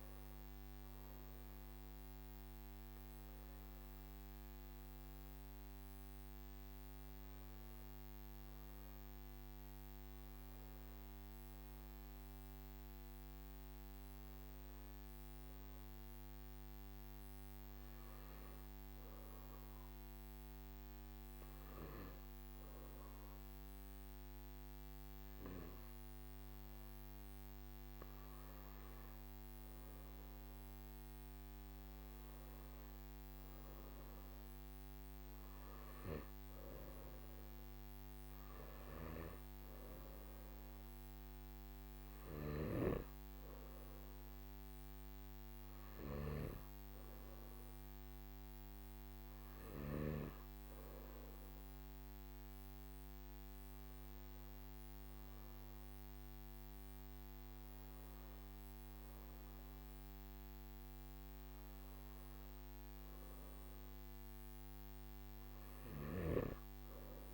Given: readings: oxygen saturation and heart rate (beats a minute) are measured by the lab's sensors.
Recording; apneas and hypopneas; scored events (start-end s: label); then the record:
breathing in sleep, hard to hear, by a microphone on the trachea; none
none scored
From the record:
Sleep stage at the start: N2 (light sleep); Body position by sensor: on the back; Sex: male